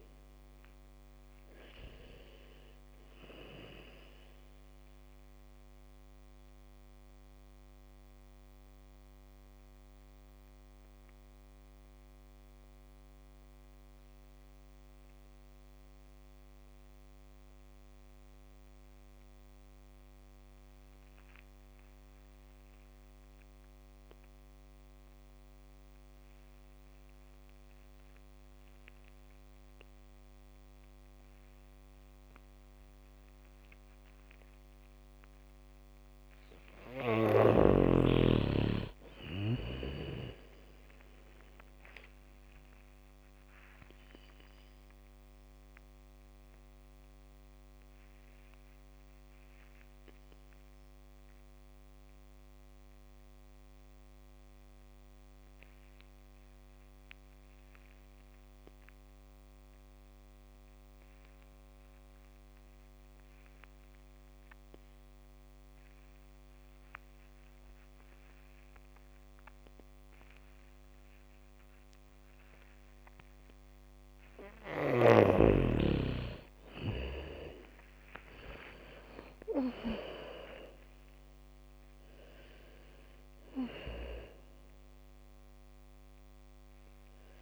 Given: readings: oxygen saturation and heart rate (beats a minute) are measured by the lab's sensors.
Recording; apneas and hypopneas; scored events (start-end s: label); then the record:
breathing in sleep by a microphone on the trachea; 2
0.00-17.00 s: oxygen desaturation (device-marked, oxygen 80% lowest, heart rate 48 extreme)
6.50-35.50 s: mixed apnea (oxygen 99% before, 75% lowest, heart rate 65 before, 59 extreme)
25.00-67.00 s: oxygen desaturation (device-marked, oxygen 100% before, 77% lowest, heart rate 76 before, 51 extreme)
36.00-38.00 s: bradycardia (device-marked, heart rate 71 before, 63 extreme)
39.50-43.50 s: arousal
48.00-74.00 s: obstructive apnea (oxygen 100% before, 75% lowest, heart rate 68 before, 51 extreme, up 3 after)
69.00-87.42 s: oxygen desaturation (device-marked, oxygen 97% before, 75% lowest, heart rate 71 before, 51 extreme)
71.00-73.00 s: bradycardia (device-marked, heart rate 71 before, 61 extreme)
76.00-79.50 s: arousal
77.00-81.00 s: bradycardia (device-marked, heart rate 71 before, 51 extreme)
From the record:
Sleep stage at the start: N2 (light sleep); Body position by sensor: on the back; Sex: female